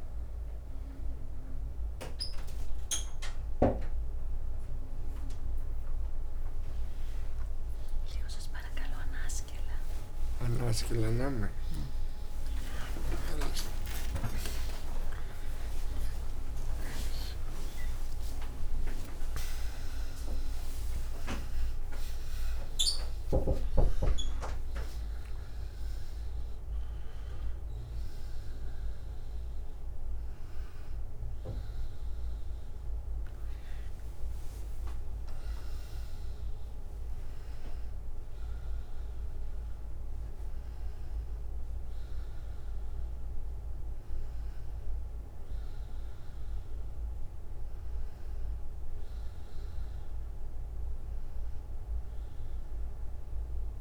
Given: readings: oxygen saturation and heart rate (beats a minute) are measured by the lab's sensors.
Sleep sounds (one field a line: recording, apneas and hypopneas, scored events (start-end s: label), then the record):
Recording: a person awake in a sleep study, by a room microphone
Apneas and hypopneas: none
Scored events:
3.00-6.00 s: bradycardia (device-marked, heart rate 66 before, 60 extreme)
11.00-24.00 s: tachycardia (device-marked, heart rate 67 before, 198 extreme)
17.00-53.81 s: new sleep stage, awake
44.00-46.00 s: bradycardia (device-marked, heart rate 70 before, 63 extreme)
From the record:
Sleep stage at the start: N2 (light sleep)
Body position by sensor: on the back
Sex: male